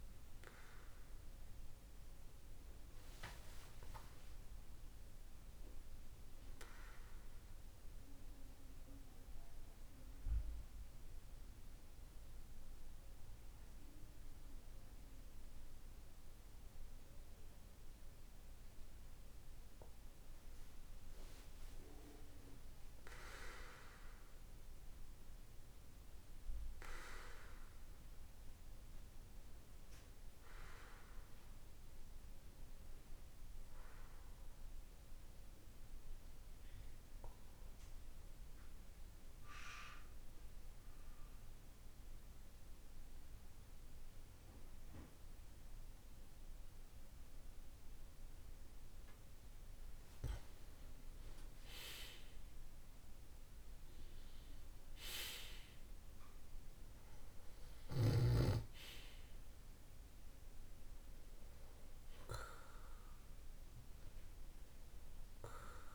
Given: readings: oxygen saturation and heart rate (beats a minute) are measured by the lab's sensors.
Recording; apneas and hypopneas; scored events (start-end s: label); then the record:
breathing in sleep by a room microphone; 2
7.50-20.00 s: obstructive apnea (oxygen 98% before, 93% lowest, heart rate 51 before, 48 extreme, up 6 after)
21.50-25.00 s: arousal
30.00-65.95 s: new sleep stage, N2 (light sleep)
38.50-50.00 s: central apnea (oxygen 98% before, 93% lowest, heart rate 51 before, 49 extreme, up 15 after)
51.50-56.00 s: arousal
58.00-65.95 s: oxygen desaturation (device-marked, oxygen 96% before, 93% lowest, heart rate 54 before, 50 extreme)
From the record:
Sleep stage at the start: N1 (lightest sleep); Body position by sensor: on the back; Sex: male